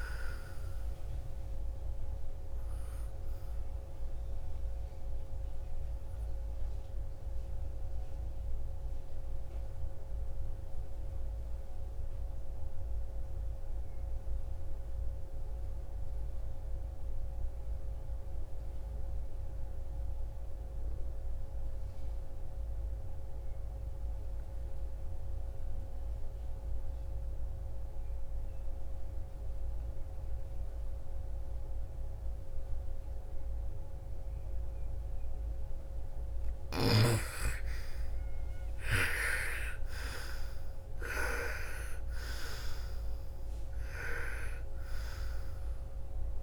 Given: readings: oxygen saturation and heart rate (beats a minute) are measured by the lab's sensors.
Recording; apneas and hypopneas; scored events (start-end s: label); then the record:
breathing in sleep by a room microphone; 1
0.00-21.50 s: oxygen desaturation (device-marked, oxygen 85% lowest, heart rate 50 extreme)
5.00-34.50 s: obstructive apnea (oxygen 99% before, 80% lowest, heart rate 57 before, 50 extreme, up 2 after)
30.50-46.43 s: oxygen desaturation (device-marked, oxygen 99% before, 81% lowest, heart rate 59 before, 35 extreme)
37.00-41.50 s: arousal
From the record:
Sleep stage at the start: N2 (light sleep); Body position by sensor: on the right side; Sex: female